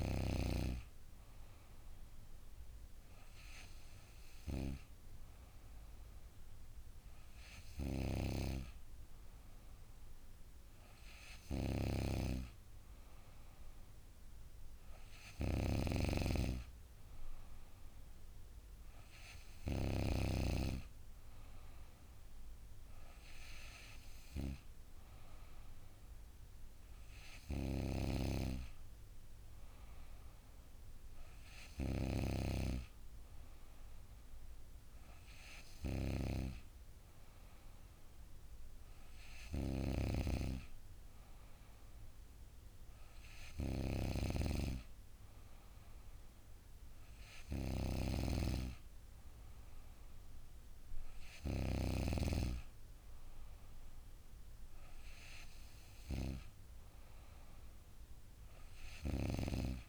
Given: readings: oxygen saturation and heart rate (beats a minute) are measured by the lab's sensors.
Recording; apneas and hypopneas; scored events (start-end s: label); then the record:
breathing in sleep by a room microphone; none
none scored
From the record:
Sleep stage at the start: N3 (deep sleep); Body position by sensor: on the back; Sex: female